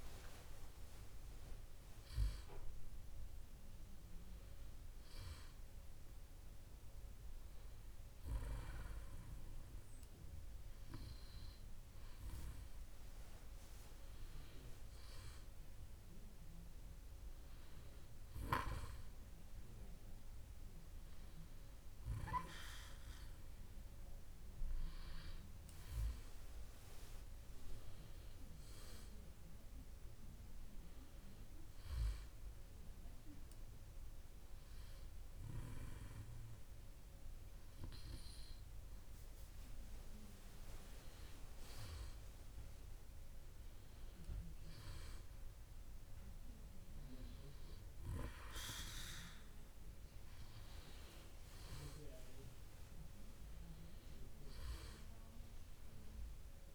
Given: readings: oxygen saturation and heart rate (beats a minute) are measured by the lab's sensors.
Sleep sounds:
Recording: breathing in sleep by a room microphone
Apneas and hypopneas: 1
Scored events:
32.50-42.50 s: obstructive apnea (oxygen 97% before, 95% lowest, heart rate 67 before, 64 extreme, up 5 after)
44.50-48.00 s: arousal
From the record:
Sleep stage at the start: N2 (light sleep)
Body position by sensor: on the back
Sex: male

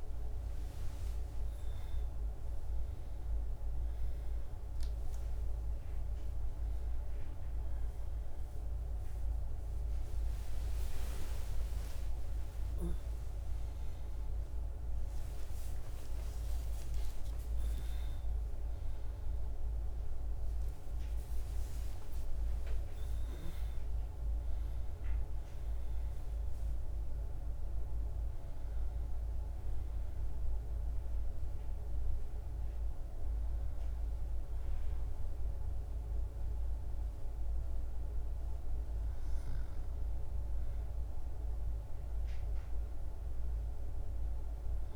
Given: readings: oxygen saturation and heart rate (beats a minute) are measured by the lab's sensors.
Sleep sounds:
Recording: a person awake in a sleep study, hard to hear, by a room microphone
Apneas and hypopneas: none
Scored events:
12.00-42.00 s: new sleep stage, awake
42.00-44.96 s: new sleep stage, N1 (lightest sleep)
From the record:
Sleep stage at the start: N1 (lightest sleep)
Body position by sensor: on the back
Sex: female

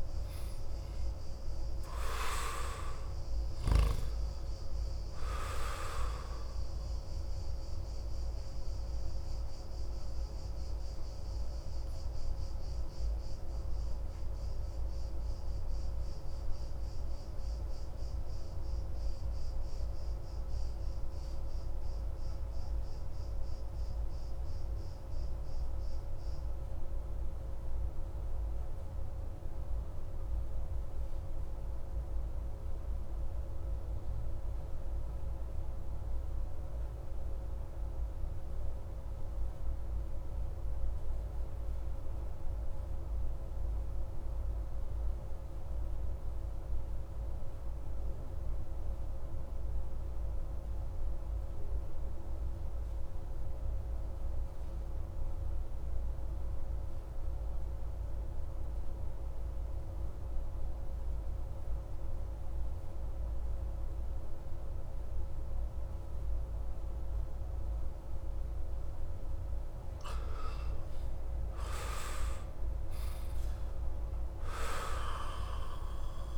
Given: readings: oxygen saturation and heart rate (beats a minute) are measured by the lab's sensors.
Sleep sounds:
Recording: breathing in sleep by a room microphone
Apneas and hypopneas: 1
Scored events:
0.00-1.50 s: arousal
0.00-32.00 s: oxygen desaturation (device-marked, oxygen 77% lowest)
8.00-69.50 s: obstructive apnea (oxygen 93% before, 77% lowest)
64.00-76.38 s: oxygen desaturation (device-marked, oxygen 94% before, 81% lowest)
71.00-76.00 s: arousal
From the record:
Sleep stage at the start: REM sleep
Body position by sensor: on the back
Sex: male

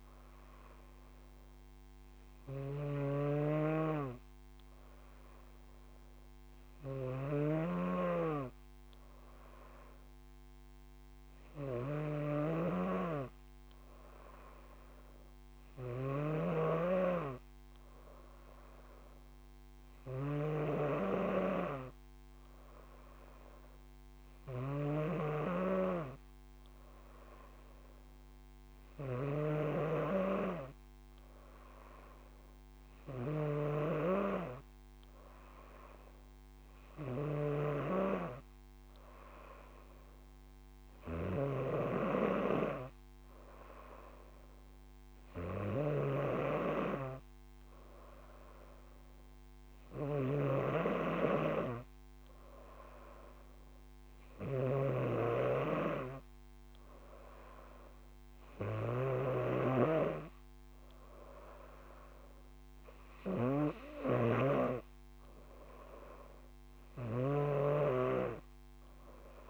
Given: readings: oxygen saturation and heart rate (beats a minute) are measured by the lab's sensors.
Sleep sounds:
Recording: breathing in sleep by a microphone on the trachea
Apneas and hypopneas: none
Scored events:
0.00-17.00 s: snoring (device-marked)
41.50-69.50 s: snoring (device-marked)
68.50-69.50 s: new sleep stage, N3 (deep sleep)
From the record:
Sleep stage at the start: N2 (light sleep)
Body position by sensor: on the front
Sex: female

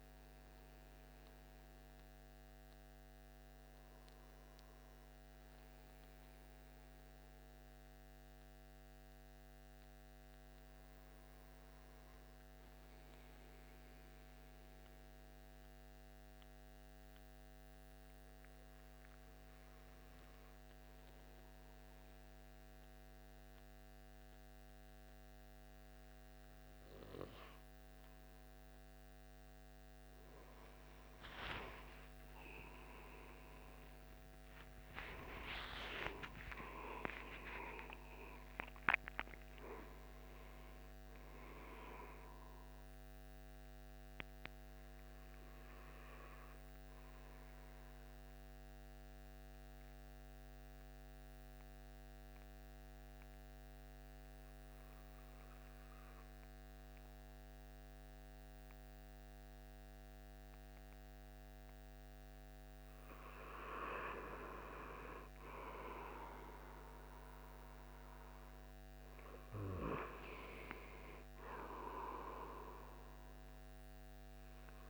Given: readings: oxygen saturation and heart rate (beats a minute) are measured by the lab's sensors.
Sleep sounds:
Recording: breathing in sleep by a microphone on the trachea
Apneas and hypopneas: 2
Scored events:
6.00-10.00 s: arousal
14.50-26.00 s: hypopnea (oxygen 96% before, 92% lowest)
30.50-36.00 s: arousal
36.00-74.90 s: new sleep stage, N2 (light sleep)
47.00-61.50 s: mixed apnea (oxygen 96% before, 92% lowest)
63.50-67.50 s: arousal
71.00-74.90 s: oxygen desaturation (device-marked, oxygen 96% before, 92% lowest)
From the record:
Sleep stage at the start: N1 (lightest sleep)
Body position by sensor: on the right side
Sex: male

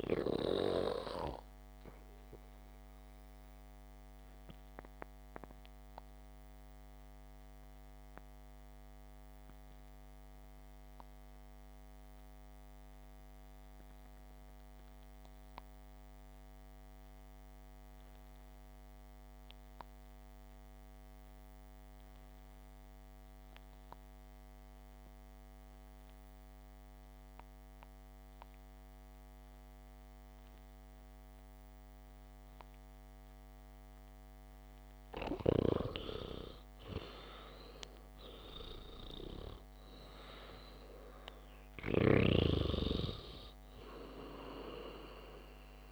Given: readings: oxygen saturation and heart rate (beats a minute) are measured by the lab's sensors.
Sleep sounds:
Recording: breathing in sleep by a microphone on the trachea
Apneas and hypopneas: 1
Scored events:
2.50-20.50 s: oxygen desaturation (device-marked, oxygen 98% before, 92% lowest, heart rate 66 before, 58 extreme)
4.50-35.50 s: obstructive apnea (oxygen 99% before, 91% lowest, heart rate 66 before, 58 extreme, up 8 after)
31.50-45.91 s: new sleep stage, N2 (light sleep)
36.50-42.50 s: arousal
36.50-45.91 s: oxygen desaturation (device-marked, oxygen 98% before, 91% lowest, heart rate 66 before, 60 extreme)
From the record:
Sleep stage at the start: REM sleep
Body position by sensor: on the back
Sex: male

